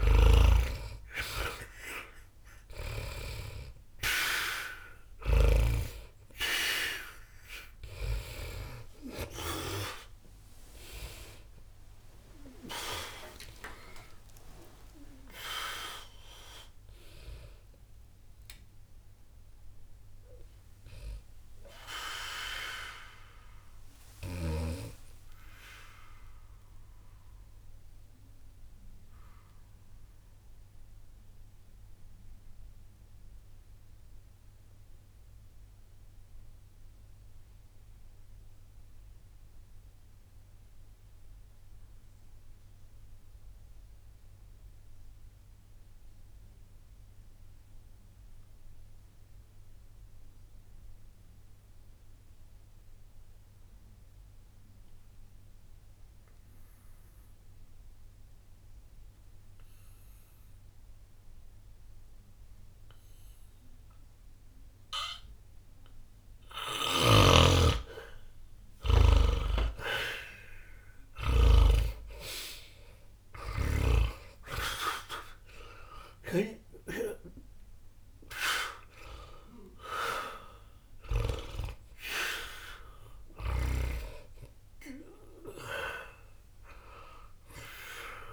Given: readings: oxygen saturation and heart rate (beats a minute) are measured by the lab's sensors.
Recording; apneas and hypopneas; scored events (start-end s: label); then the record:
breathing in sleep by a room microphone; 1
0.00-5.50 s: snoring (device-marked)
0.00-39.50 s: oxygen desaturation (device-marked, oxygen 73% lowest, heart rate 59 extreme)
4.00-9.50 s: arousal
21.50-66.50 s: obstructive apnea (oxygen 94% before, 68% lowest, heart rate 72 before, 60 extreme, up 0 after)
58.50-88.33 s: oxygen desaturation (device-marked, oxygen 99% before, 68% lowest, heart rate 60 before, 60 extreme)
67.00-71.50 s: snoring (device-marked)
71.50-76.00 s: arousal
From the record:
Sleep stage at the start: N2 (light sleep); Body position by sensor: on the back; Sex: male